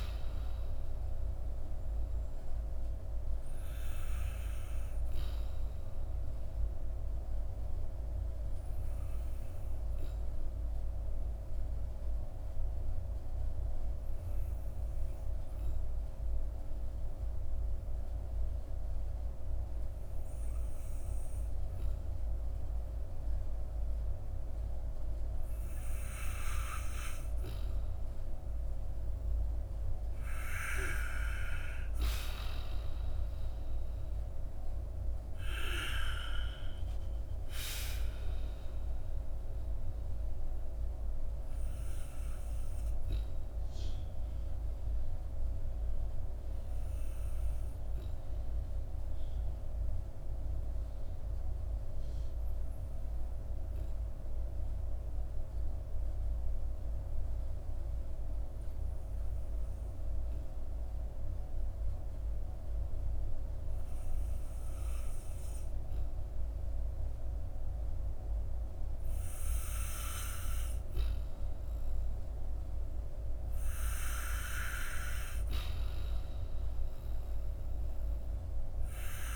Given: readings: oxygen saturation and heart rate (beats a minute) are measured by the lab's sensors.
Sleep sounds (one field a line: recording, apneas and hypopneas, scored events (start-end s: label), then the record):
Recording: breathing in sleep by a room microphone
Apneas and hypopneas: 2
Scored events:
8.50-29.00 s: obstructive apnea (oxygen 95% before, 91% lowest, heart rate 53 before, 48 extreme, up 9 after)
34.00-39.00 s: arousal
45.00-70.00 s: obstructive apnea (oxygen 96% before, 90% lowest, heart rate 58 before, 48 extreme, up 10 after)
73.50-78.50 s: arousal
From the record:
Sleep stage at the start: N2 (light sleep)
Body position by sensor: on the back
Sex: male